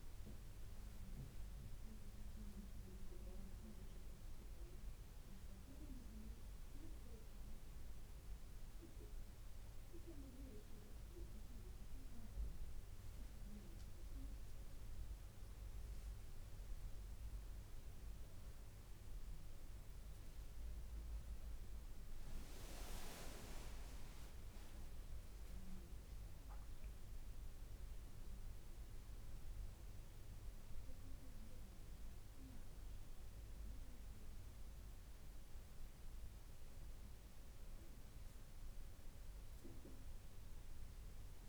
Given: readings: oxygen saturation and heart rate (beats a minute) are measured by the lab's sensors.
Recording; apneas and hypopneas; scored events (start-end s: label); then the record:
a person partly awake in a sleep study, by a room microphone; none
1.00-41.49 s: new sleep stage, N1 (lightest sleep)
20.00-41.49 s: oxygen desaturation (device-marked, oxygen 97% before, 94% lowest, heart rate 74 before, 71 extreme)
From the record:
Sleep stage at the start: awake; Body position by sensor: on the back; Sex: female